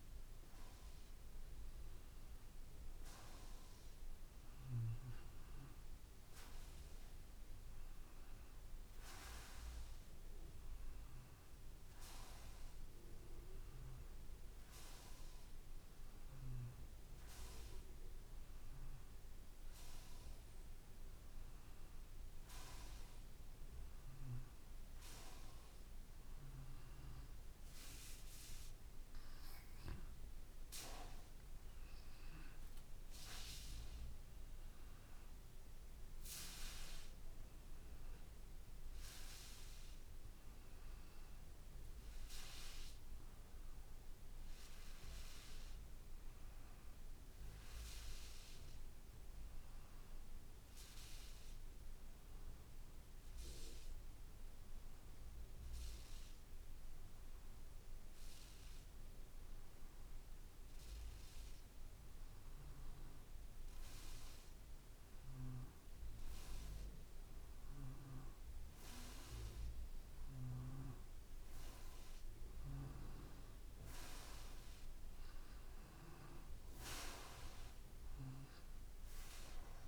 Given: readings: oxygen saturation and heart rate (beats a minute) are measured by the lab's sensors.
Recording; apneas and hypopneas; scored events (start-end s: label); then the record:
breathing in sleep by a room microphone; 1
52.50-72.00 s: obstructive apnea (oxygen 94% before, 92% lowest, heart rate 59 before, 55 extreme, up 4 after)
75.50-78.50 s: arousal
From the record:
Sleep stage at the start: N2 (light sleep); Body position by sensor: on the back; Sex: male